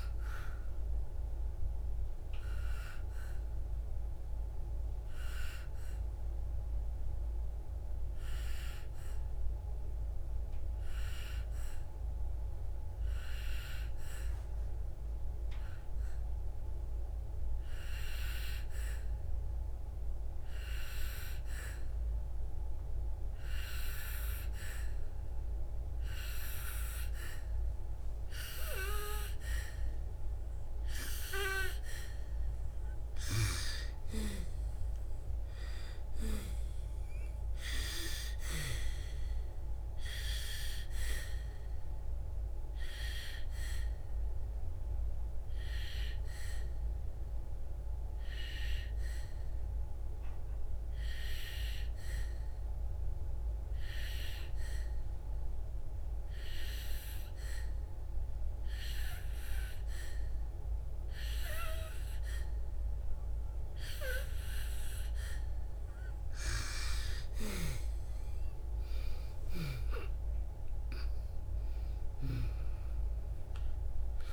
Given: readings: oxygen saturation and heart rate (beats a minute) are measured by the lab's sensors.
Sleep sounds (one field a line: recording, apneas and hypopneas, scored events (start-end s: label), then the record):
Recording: breathing in sleep by a room microphone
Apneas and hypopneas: 2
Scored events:
2.00-22.00 s: oxygen desaturation (device-marked, oxygen 96% before, 89% lowest, heart rate 68 before, 58 extreme)
5.50-33.00 s: obstructive apnea (oxygen 98% before, 89% lowest, heart rate 68 before, 58 extreme, up 9 after)
34.50-38.00 s: arousal
43.00-66.00 s: obstructive apnea (oxygen 98% before, 91% lowest, heart rate 67 before, 55 extreme, up 10 after)
46.00-65.00 s: oxygen desaturation (device-marked, oxygen 96% before, 91% lowest, heart rate 68 before, 55 extreme)
68.00-73.00 s: arousal
From the record:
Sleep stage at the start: N2 (light sleep)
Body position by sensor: on the back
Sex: female